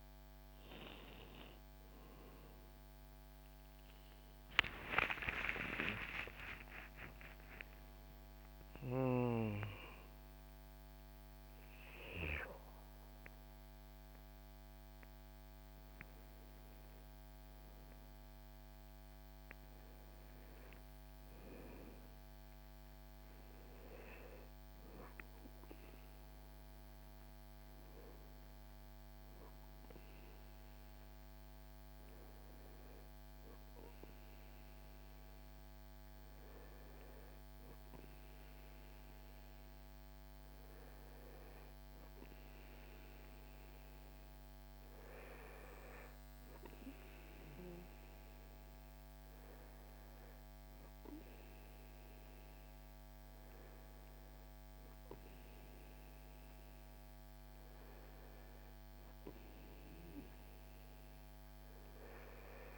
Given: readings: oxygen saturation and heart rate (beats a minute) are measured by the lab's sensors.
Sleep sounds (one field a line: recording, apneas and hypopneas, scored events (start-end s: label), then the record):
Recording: breathing in sleep by a microphone on the trachea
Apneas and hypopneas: none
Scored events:
3.00-6.50 s: arousal
From the record:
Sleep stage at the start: N2 (light sleep)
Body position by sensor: on the back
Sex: male